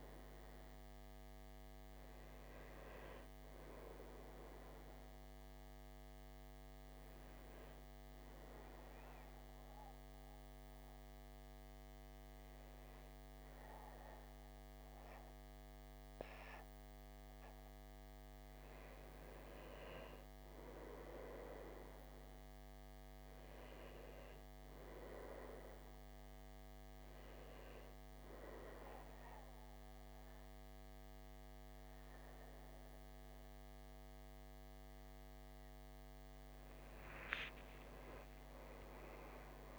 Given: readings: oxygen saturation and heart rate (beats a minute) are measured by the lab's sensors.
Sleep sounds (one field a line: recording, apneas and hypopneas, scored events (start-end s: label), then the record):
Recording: breathing in sleep by a microphone on the trachea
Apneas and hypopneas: 1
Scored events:
0.00-1.50 s: oxygen desaturation (device-marked, oxygen 87% lowest, heart rate 56 extreme)
2.50-6.50 s: arousal
9.00-20.00 s: hypopnea (oxygen 96% before, 92% lowest, heart rate 65 before, 56 extreme, up 4 after)
21.50-25.00 s: arousal
26.50-37.50 s: oxygen desaturation (device-marked, oxygen 95% before, 92% lowest, heart rate 58 before, 60 extreme)
From the record:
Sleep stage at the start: N2 (light sleep)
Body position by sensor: on the back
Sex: male